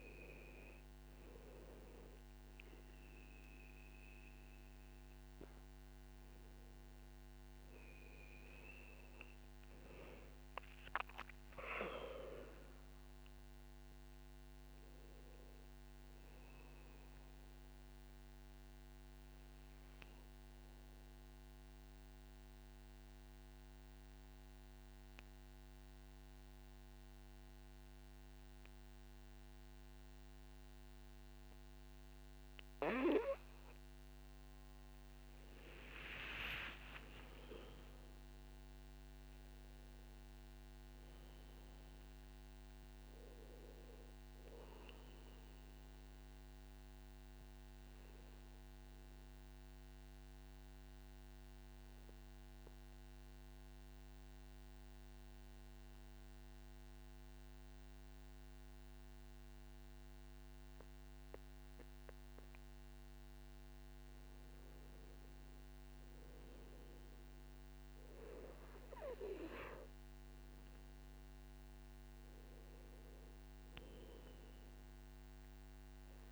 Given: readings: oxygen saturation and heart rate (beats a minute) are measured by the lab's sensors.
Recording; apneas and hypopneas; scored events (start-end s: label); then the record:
breathing in sleep by a microphone on the trachea; 2
0.00-3.00 s: oxygen desaturation (device-marked, oxygen 93% lowest, heart rate 49 extreme)
20.00-34.50 s: mixed apnea (oxygen 96% before, 95% lowest, heart rate 62 before, 54 extreme, up 24 after)
36.00-39.50 s: arousal
37.00-39.00 s: long interval between heartbeats (device-marked, heart rate 57 before, 78 extreme)
44.00-53.00 s: oxygen desaturation (device-marked, oxygen 99% before, 95% lowest, heart rate 65 before, 54 extreme)
47.00-63.00 s: obstructive apnea (oxygen 99% before, 94% lowest, heart rate 65 before, 54 extreme, up 10 after)
64.50-68.00 s: arousal
69.00-76.00 s: oxygen desaturation (device-marked, oxygen 99% before, 96% lowest, heart rate 57 before, 54 extreme)
From the record:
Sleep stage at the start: N2 (light sleep); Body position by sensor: on the back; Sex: male